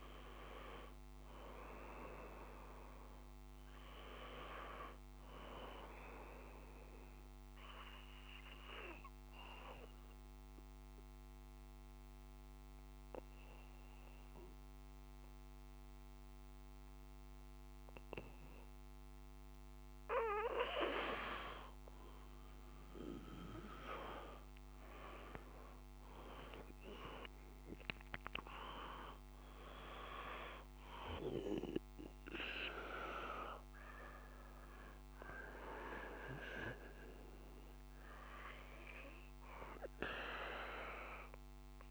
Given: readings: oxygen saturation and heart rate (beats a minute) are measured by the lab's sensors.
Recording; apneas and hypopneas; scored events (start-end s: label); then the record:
breathing in sleep by a microphone on the trachea; 1
0.00-7.00 s: oxygen desaturation (device-marked, oxygen 93% lowest)
6.00-19.50 s: obstructive apnea (oxygen 96% before, 91% lowest)
12.00-23.00 s: oxygen desaturation (device-marked, oxygen 94% before, 91% lowest)
20.50-23.00 s: arousal
From the record:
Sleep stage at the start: N2 (light sleep); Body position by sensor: on the back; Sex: male